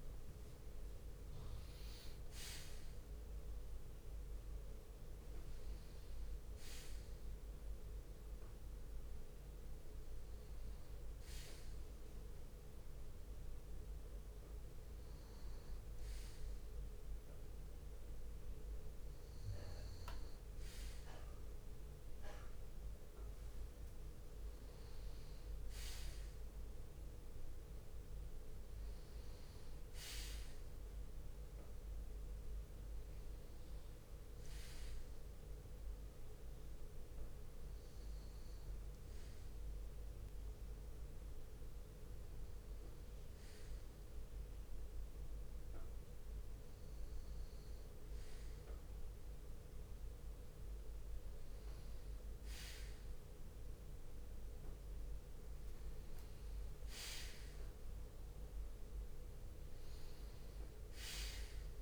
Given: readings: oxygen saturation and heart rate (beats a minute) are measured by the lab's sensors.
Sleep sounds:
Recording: a person awake in a sleep study, hard to hear, by a room microphone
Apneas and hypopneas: none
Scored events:
38.00-61.82 s: new sleep stage, N1 (lightest sleep)
From the record:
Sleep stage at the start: awake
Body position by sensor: on the back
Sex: male

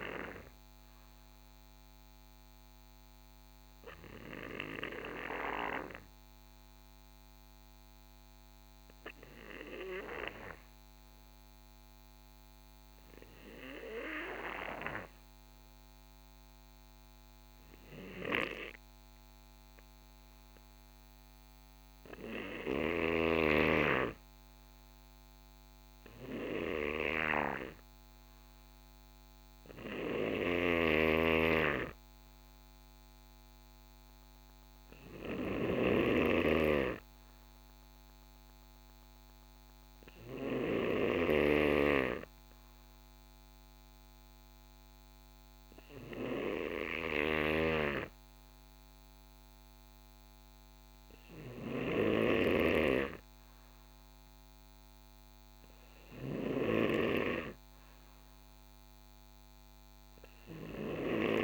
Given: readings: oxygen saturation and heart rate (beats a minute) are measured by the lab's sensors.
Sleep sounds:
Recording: breathing in sleep by a microphone on the trachea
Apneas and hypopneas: 1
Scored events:
8.50-21.50 s: obstructive apnea (oxygen 96% before, 90% lowest, heart rate 63 before, 61 extreme, up 1 after)
14.00-48.00 s: oxygen desaturation (device-marked, oxygen 95% before, 90% lowest, heart rate 64 before, 61 extreme)
24.00-27.50 s: arousal
From the record:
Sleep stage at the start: N2 (light sleep)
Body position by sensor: on the right side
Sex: male

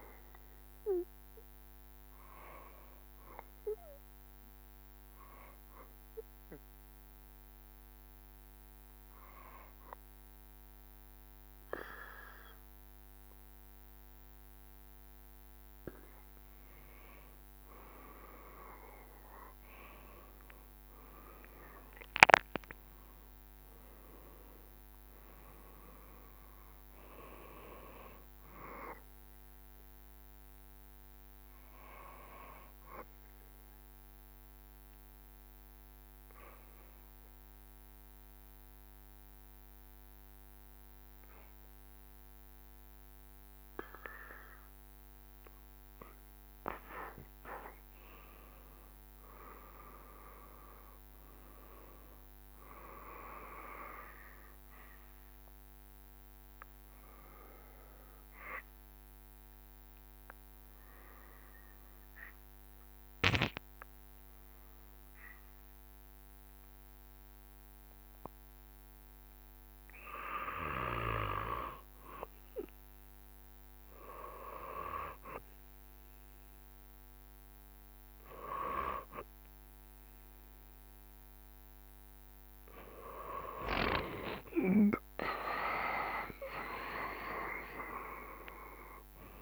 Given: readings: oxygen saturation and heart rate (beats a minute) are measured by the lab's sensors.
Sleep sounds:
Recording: breathing in sleep by a microphone on the trachea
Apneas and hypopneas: 3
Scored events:
5.00-15.50 s: obstructive apnea (oxygen 96% before, 94% lowest, heart rate 69 before, 67 extreme, up 4 after)
18.00-22.50 s: arousal
32.00-45.50 s: hypopnea (oxygen 96% before, 92% lowest, heart rate 71 before, 66 extreme, up 4 after)
48.00-51.00 s: arousal
55.50-70.00 s: obstructive apnea (oxygen 96% before, 92% lowest, heart rate 68 before, 66 extreme, up 2 after)
73.50-76.50 s: arousal
73.50-88.50 s: oxygen desaturation (device-marked, oxygen 95% before, 92% lowest, heart rate 67 before, 65 extreme)
From the record:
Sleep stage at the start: N2 (light sleep)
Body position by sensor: on the back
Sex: male

